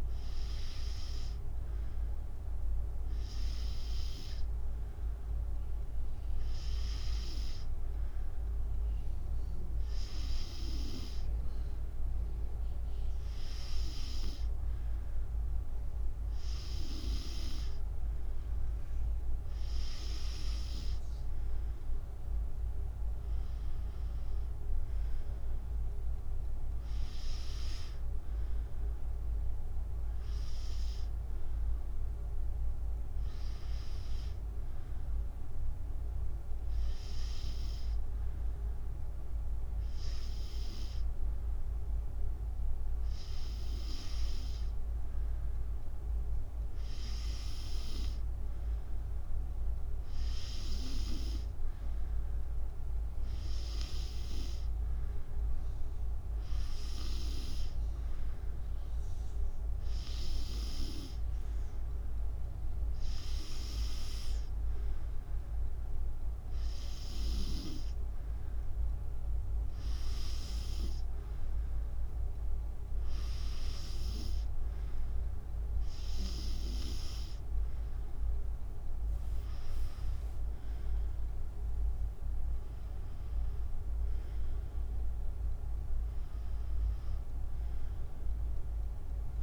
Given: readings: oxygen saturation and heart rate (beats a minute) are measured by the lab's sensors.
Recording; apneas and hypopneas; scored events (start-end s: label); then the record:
breathing in sleep by a room microphone; none
18.50-30.50 s: drop in pulse transit time (device-marked, heart rate 75 before, 73 extreme)
77.50-89.43 s: drop in pulse transit time (device-marked, heart rate 75 before, 75 extreme)
From the record:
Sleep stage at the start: N2 (light sleep); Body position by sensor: on the back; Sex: female